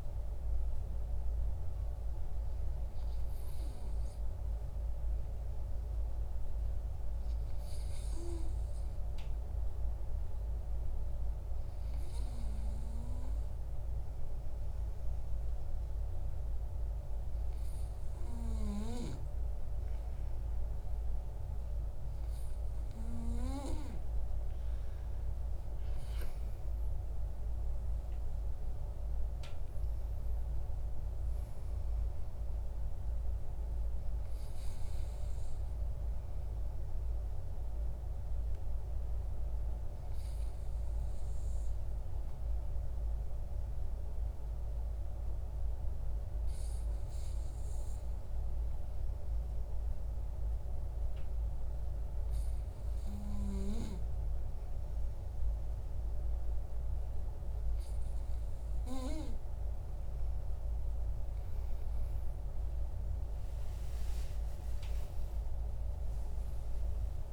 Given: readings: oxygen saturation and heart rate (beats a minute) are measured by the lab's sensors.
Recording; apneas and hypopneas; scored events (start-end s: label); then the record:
breathing in sleep by a room microphone; 2
0.50-22.00 s: obstructive apnea (oxygen 96% before, 94% lowest, heart rate 74 before, 42 extreme, up 19 after)
25.50-29.50 s: arousal
36.50-58.50 s: obstructive apnea (oxygen 97% before, 95% lowest, heart rate 56 before, 43 extreme, up 28 after)
62.00-67.33 s: arousal
From the record:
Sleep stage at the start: N2 (light sleep); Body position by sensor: on the back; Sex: male